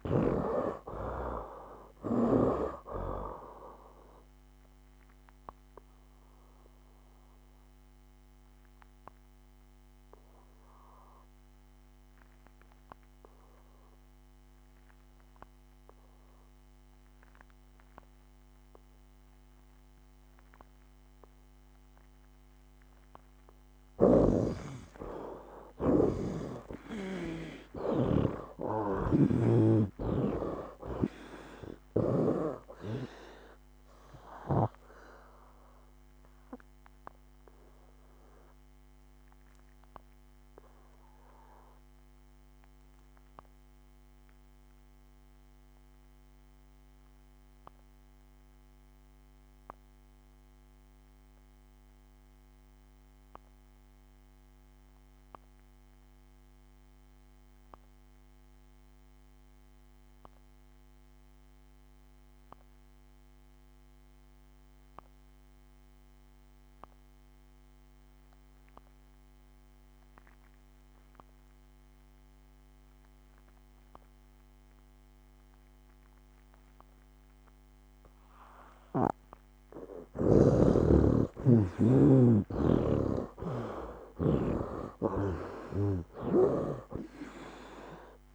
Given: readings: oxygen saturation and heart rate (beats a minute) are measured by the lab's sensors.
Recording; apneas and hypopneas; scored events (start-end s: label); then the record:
breathing in sleep by a microphone on the trachea; 2
0.00-2.50 s: snoring (device-marked)
0.00-19.00 s: oxygen desaturation (device-marked, oxygen 45% lowest, heart rate 72 extreme)
4.00-22.50 s: obstructive apnea (oxygen 79% before, 45% lowest, heart rate 80 before, 71 extreme, up 14 after)
24.00-50.00 s: oxygen desaturation (device-marked, oxygen 95% before, 63% lowest, heart rate 82 before, 71 extreme)
25.00-29.50 s: arousal
28.50-32.00 s: snoring (device-marked)
34.50-78.00 s: obstructive apnea (oxygen 95% before, 51% lowest, heart rate 82 before, 71 extreme, up 20 after)
52.00-88.35 s: oxygen desaturation (device-marked, oxygen 96% before, 51% lowest, heart rate 80 before, 71 extreme)
81.50-86.50 s: arousal
86.00-88.35 s: snoring (device-marked)
From the record:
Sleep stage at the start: REM sleep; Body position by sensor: on the back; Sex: male